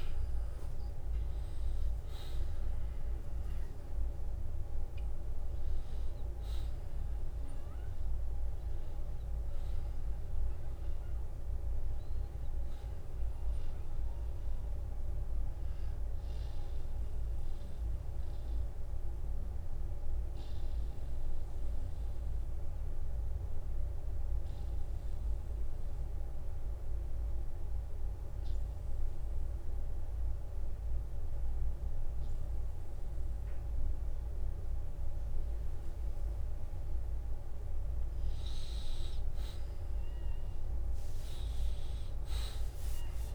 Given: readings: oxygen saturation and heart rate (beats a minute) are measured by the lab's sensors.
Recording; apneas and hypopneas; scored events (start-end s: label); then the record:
breathing in sleep, hard to hear, by a room microphone; 1
0.00-11.50 s: oxygen desaturation (device-marked, oxygen 89% lowest, heart rate 46 extreme)
12.00-15.00 s: arousal
16.50-30.50 s: oxygen desaturation (device-marked, oxygen 90% before, 85% lowest, heart rate 60 before, 46 extreme)
17.50-37.00 s: obstructive apnea (oxygen 93% before, 85% lowest, heart rate 60 before, 46 extreme, up 3 after)
18.50-20.50 s: long interval between heartbeats (device-marked, heart rate 60 before, 62 extreme)
39.50-43.35 s: arousal
41.50-43.35 s: long interval between heartbeats (device-marked, heart rate 56 before, 60 extreme)
From the record:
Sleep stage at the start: N2 (light sleep); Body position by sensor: on the back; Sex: male